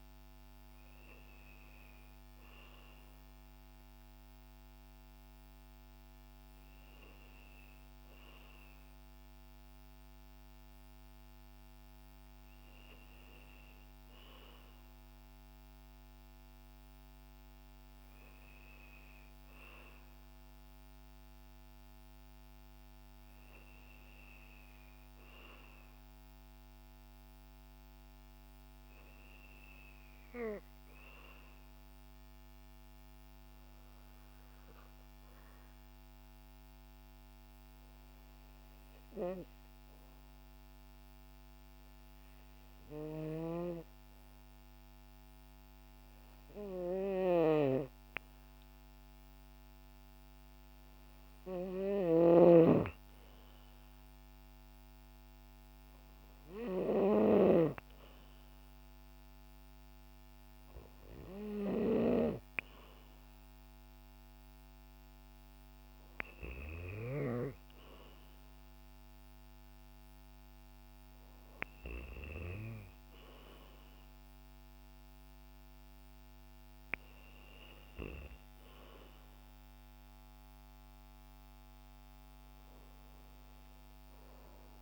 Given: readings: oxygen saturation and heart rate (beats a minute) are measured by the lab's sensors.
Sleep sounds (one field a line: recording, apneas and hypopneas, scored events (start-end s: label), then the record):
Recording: breathing in sleep by a microphone on the trachea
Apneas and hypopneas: 1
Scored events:
0.00-5.50 s: oxygen desaturation (device-marked, oxygen 89% lowest, heart rate 55 extreme)
28.50-32.00 s: arousal
36.00-49.50 s: hypopnea (oxygen 96% before, 90% lowest, heart rate 57 before, 56 extreme, up 0 after)
43.00-57.50 s: snoring (device-marked)
52.50-56.00 s: arousal
55.50-74.50 s: oxygen desaturation (device-marked, oxygen 93% before, 90% lowest, heart rate 58 before, 55 extreme)
From the record:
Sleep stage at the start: N2 (light sleep)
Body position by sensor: on the back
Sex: female